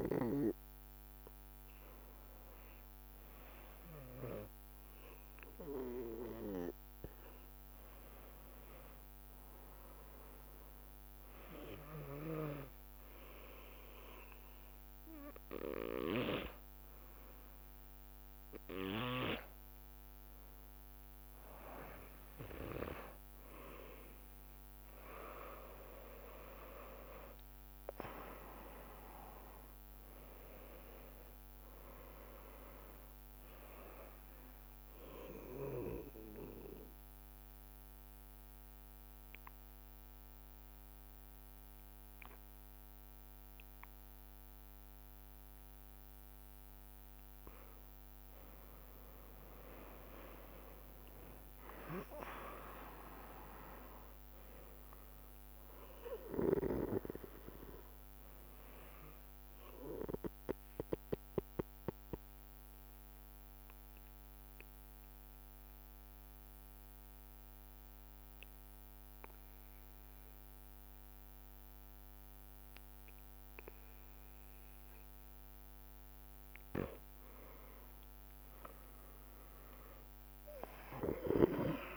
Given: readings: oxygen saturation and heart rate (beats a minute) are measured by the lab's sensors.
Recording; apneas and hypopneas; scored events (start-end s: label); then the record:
breathing in sleep by a microphone on the trachea; 2
36.00-47.00 s: obstructive apnea (oxygen 98% before, 94% lowest)
49.50-54.00 s: arousal
57.00-65.00 s: oxygen desaturation (device-marked, oxygen 98% before, 94% lowest)
60.50-76.00 s: obstructive apnea (oxygen 98% before, 93% lowest)
80.00-81.97 s: arousal
From the record:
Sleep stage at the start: N2 (light sleep); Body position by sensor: on the back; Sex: male